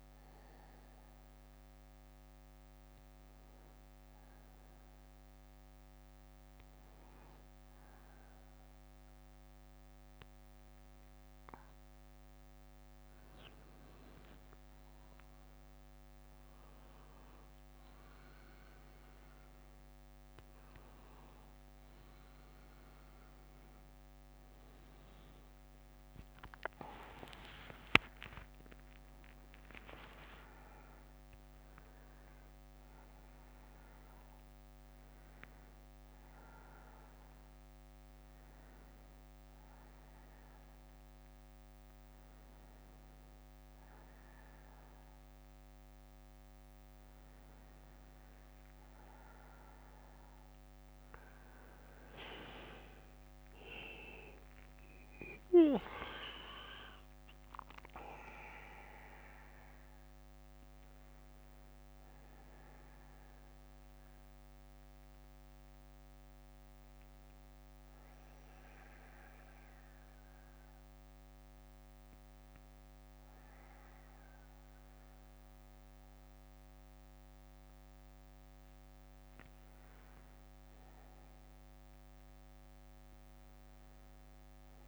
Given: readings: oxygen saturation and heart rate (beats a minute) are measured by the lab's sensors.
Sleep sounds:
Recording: breathing in sleep by a microphone on the trachea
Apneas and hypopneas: 2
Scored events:
1.00-13.50 s: hypopnea (oxygen 98% before, 93% lowest, heart rate 73 before, 55 extreme, up 13 after)
3.00-13.00 s: bradycardia (device-marked, heart rate 63 before, 55 extreme)
16.00-21.00 s: arousal
44.00-47.00 s: bradycardia (device-marked, heart rate 64 before, 60 extreme)
52.00-59.00 s: bradycardia (device-marked, heart rate 64 before, 58 extreme)
55.00-59.00 s: arousal
61.00-82.00 s: bradycardia (device-marked, heart rate 64 before, 48 extreme)
66.50-80.00 s: obstructive apnea (oxygen 97% before, 93% lowest, heart rate 61 before, 48 extreme, up 19 after)
82.50-84.87 s: arousal
From the record:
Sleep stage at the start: N1 (lightest sleep)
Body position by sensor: on the back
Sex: male

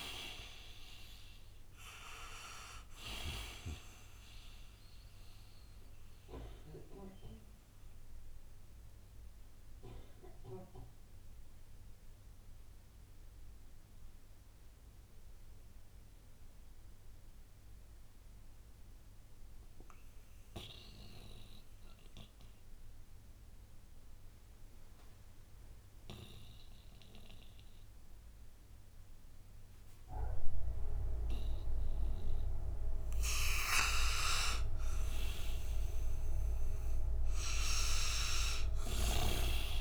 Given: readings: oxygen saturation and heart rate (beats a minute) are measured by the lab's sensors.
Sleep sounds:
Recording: breathing in sleep by a room microphone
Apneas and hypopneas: 1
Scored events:
0.00-24.00 s: oxygen desaturation (device-marked, oxygen 76% lowest, heart rate 54 extreme)
4.50-33.00 s: mixed apnea (oxygen 98% before, 76% lowest, heart rate 63 before, 56 extreme, up 11 after)
35.00-39.00 s: arousal
From the record:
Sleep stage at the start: N2 (light sleep)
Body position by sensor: on the right side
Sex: male

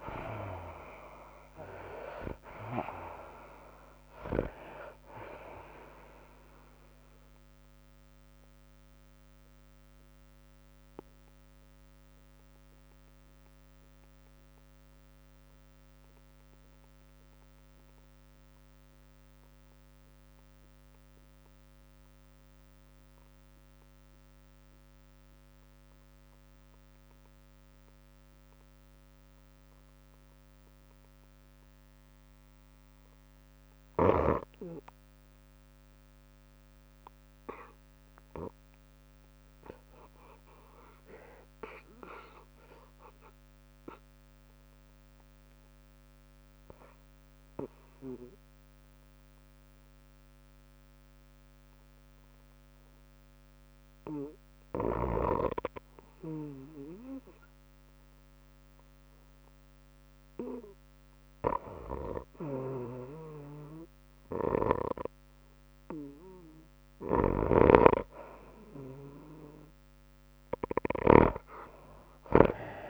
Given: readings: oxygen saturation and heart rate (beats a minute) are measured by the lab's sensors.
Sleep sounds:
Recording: breathing in sleep by a microphone on the trachea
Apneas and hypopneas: 1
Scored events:
0.00-3.00 s: arousal
0.00-15.00 s: oxygen desaturation (device-marked, oxygen 72% lowest, heart rate 94 extreme)
0.00-27.00 s: tachycardia (device-marked, heart rate 116 extreme)
8.00-63.00 s: obstructive apnea (oxygen 99% before, 66% lowest, heart rate 109 before, 94 extreme, up 6 after)
25.00-72.90 s: oxygen desaturation (device-marked, oxygen 99% before, 66% lowest, heart rate 109 before, 94 extreme)
34.00-48.00 s: tachycardia (device-marked, heart rate 98 before, 113 extreme)
40.00-57.00 s: drop in pulse transit time (device-marked, heart rate 101 before, 98 extreme)
68.00-72.00 s: snoring (device-marked)
69.00-72.90 s: tachycardia (device-marked, heart rate 98 before, 116 extreme)
From the record:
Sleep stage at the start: REM sleep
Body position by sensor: on the right side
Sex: female

